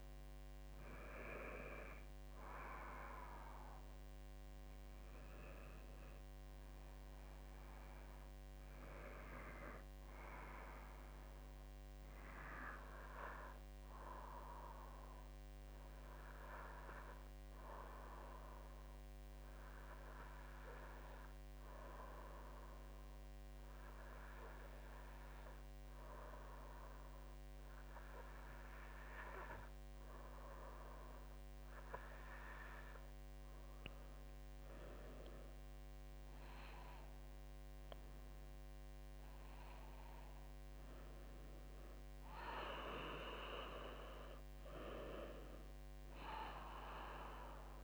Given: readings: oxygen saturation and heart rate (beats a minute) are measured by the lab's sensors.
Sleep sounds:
breathing in sleep by a microphone on the trachea; 1
17.50-32.50 s: obstructive apnea (oxygen 98% before, 95% lowest, heart rate 56 before, 54 extreme, up 7 after)
35.50-39.50 s: arousal
From the record:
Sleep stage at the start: N2 (light sleep); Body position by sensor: on the back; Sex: female

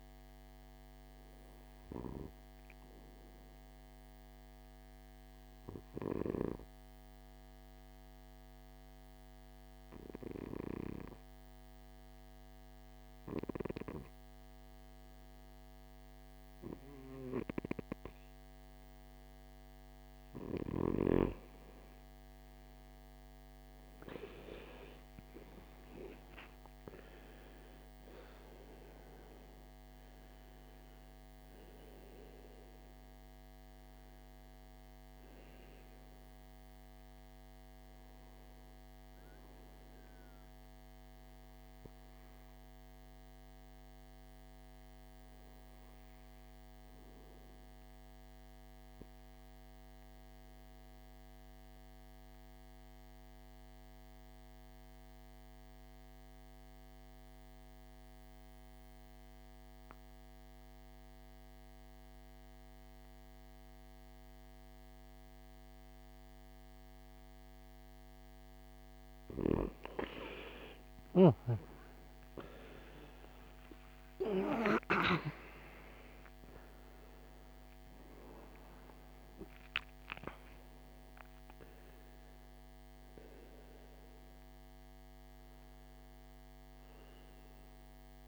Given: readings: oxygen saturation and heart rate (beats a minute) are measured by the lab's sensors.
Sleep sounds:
breathing in sleep by a microphone on the trachea; 2
0.00-9.50 s: oxygen desaturation (device-marked, oxygen 92% lowest, heart rate 53 extreme)
2.50-19.00 s: obstructive apnea (oxygen 99% before, 91% lowest, heart rate 62 before, 53 extreme, up 11 after)
21.50-24.00 s: arousal
26.50-47.50 s: oxygen desaturation (device-marked, oxygen 97% before, 91% lowest, heart rate 56 before, 53 extreme)
50.50-68.50 s: obstructive apnea (oxygen 98% before, 92% lowest, heart rate 59 before, 55 extreme, up 16 after)
70.50-75.00 s: arousal
From the record:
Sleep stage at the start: N2 (light sleep); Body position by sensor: on the right side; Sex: male

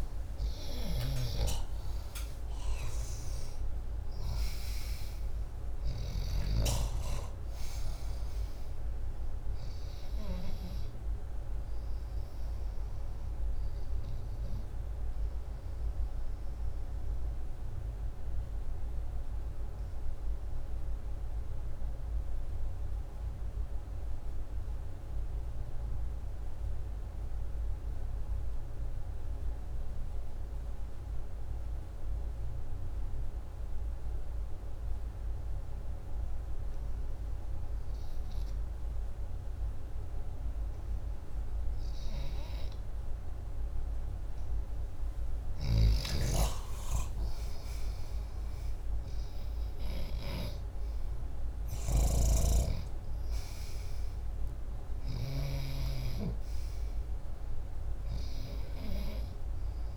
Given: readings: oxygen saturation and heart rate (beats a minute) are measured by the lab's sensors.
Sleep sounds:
breathing in sleep by a room microphone; 1
0.00-2.50 s: arousal
0.00-6.50 s: oxygen desaturation (device-marked, oxygen 88% lowest, heart rate 107 extreme)
8.50-24.50 s: oxygen desaturation (device-marked, oxygen 91% before, 86% lowest, heart rate 175 before, 107 extreme)
14.50-40.50 s: obstructive apnea (oxygen 95% before, 86% lowest, heart rate 175 before, 77 extreme, up 34 after)
44.50-53.50 s: oxygen desaturation (device-marked, oxygen 91% before, 86% lowest, heart rate 134 before, 68 extreme)
46.00-51.50 s: arousal
From the record:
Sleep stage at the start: N2 (light sleep); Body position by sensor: upright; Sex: male

